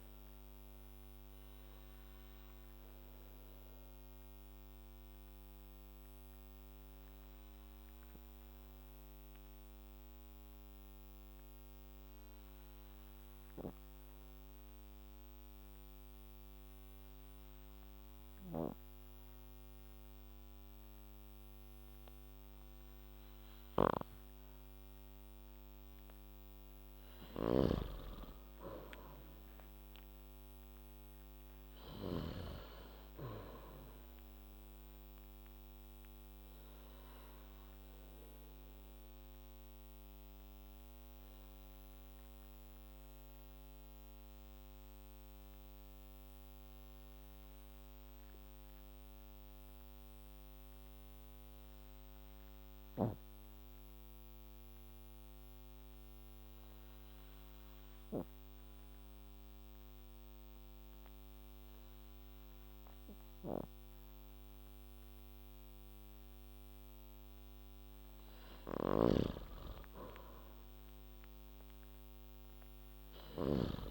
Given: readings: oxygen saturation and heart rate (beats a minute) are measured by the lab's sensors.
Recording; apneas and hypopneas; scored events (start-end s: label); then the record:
breathing in sleep by a microphone on the trachea; 2
0.00-20.00 s: oxygen desaturation (device-marked, oxygen 87% lowest, heart rate 57 extreme)
3.00-26.00 s: obstructive apnea (oxygen 98% before, 87% lowest, heart rate 62 before, 57 extreme, up 6 after)
23.50-28.00 s: snoring (device-marked)
25.00-55.00 s: oxygen desaturation (device-marked, oxygen 97% before, 88% lowest, heart rate 58 before, 55 extreme)
28.00-30.50 s: arousal
39.50-66.50 s: obstructive apnea (oxygen 97% before, 85% lowest, heart rate 61 before, 55 extreme, up 3 after)
67.00-73.91 s: oxygen desaturation (device-marked, oxygen 97% before, 85% lowest, heart rate 58 before, 55 extreme)
68.00-71.00 s: arousal
69.00-73.91 s: snoring (device-marked)
From the record:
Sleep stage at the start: N2 (light sleep); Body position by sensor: on the back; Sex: male